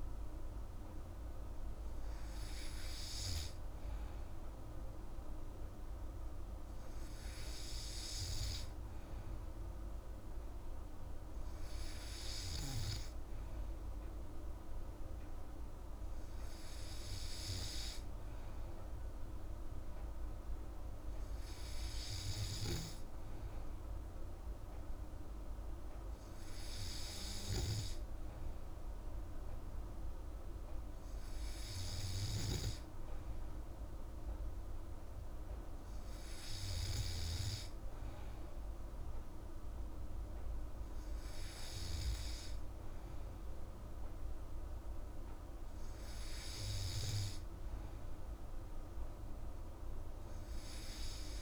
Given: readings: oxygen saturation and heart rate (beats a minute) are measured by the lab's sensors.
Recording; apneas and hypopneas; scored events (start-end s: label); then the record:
breathing in sleep, hard to hear, by a room microphone; none
none scored
From the record:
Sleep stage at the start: N2 (light sleep); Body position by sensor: on the back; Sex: female